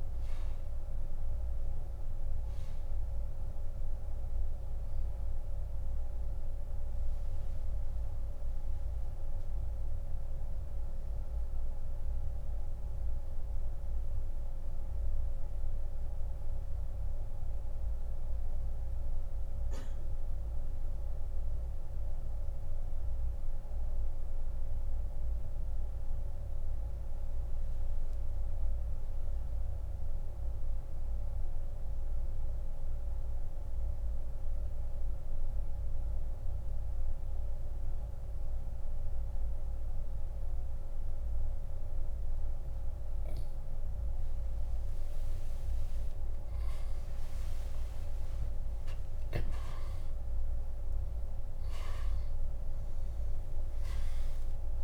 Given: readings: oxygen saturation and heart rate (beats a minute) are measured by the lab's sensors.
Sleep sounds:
breathing in sleep, hard to hear, by a room microphone; 1
0.00-40.50 s: oxygen desaturation (device-marked, oxygen 84% lowest)
4.50-43.00 s: central apnea (oxygen 98% before, 84% lowest)
46.00-50.00 s: arousal
From the record:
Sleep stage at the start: N2 (light sleep); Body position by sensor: on the back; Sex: male

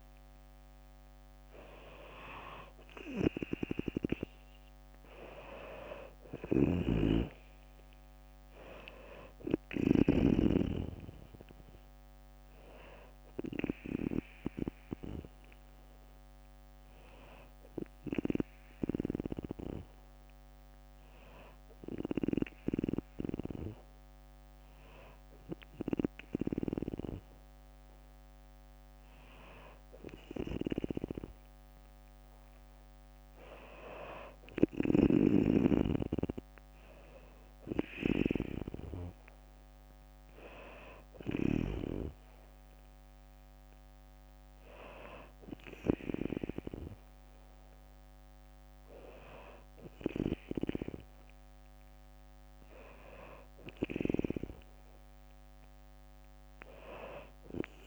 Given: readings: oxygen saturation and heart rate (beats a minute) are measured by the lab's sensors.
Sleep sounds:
breathing in sleep by a microphone on the trachea; 1
0.00-1.00 s: arousal
5.00-18.00 s: drop in pulse transit time (device-marked, heart rate 61 before, 59 extreme)
5.50-9.00 s: snoring (device-marked)
6.00-25.00 s: oxygen desaturation (device-marked, oxygen 96% before, 93% lowest, heart rate 61 before, 58 extreme)
14.00-26.00 s: bradycardia (device-marked, heart rate 66 before, 58 extreme)
15.00-26.50 s: hypopnea (oxygen 96% before, 94% lowest, heart rate 62 before, 58 extreme, up 5 after)
28.00-30.50 s: arousal
35.00-48.00 s: drop in pulse transit time (device-marked, heart rate 60 before, 60 extreme)
39.00-51.00 s: oxygen desaturation (device-marked, oxygen 97% before, 94% lowest, heart rate 61 before, 60 extreme)
From the record:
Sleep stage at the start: N2 (light sleep); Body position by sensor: on the back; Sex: female

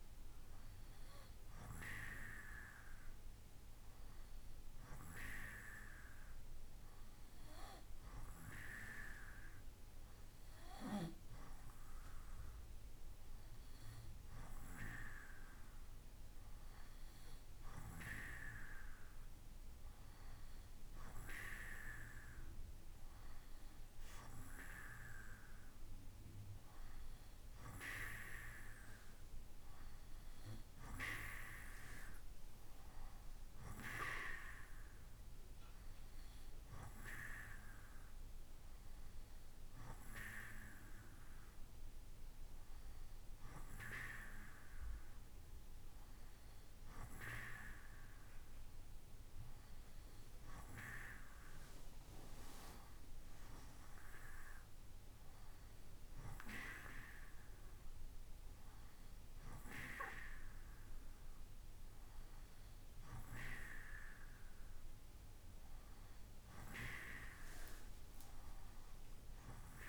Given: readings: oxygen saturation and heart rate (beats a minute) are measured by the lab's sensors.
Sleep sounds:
breathing in sleep by a room microphone; none
none scored
From the record:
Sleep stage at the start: N2 (light sleep); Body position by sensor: on the right side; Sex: male

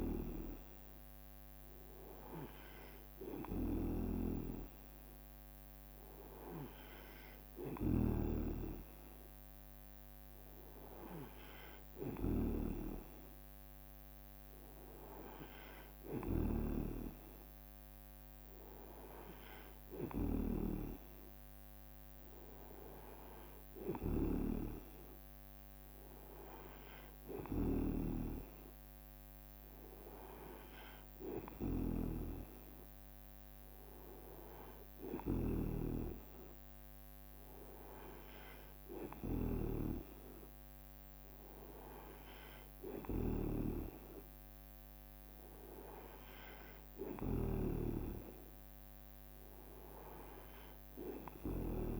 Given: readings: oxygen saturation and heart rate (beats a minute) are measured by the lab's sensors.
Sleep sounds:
breathing in sleep by a microphone on the trachea; none
0.00-17.00 s: snoring (device-marked)
24.50-40.50 s: snoring (device-marked)
30.50-31.50 s: leg movement (device-marked)
34.00-35.50 s: leg movement (device-marked)
51.00-52.00 s: leg movement (device-marked)
From the record:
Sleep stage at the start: N2 (light sleep); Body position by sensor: on the right side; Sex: male

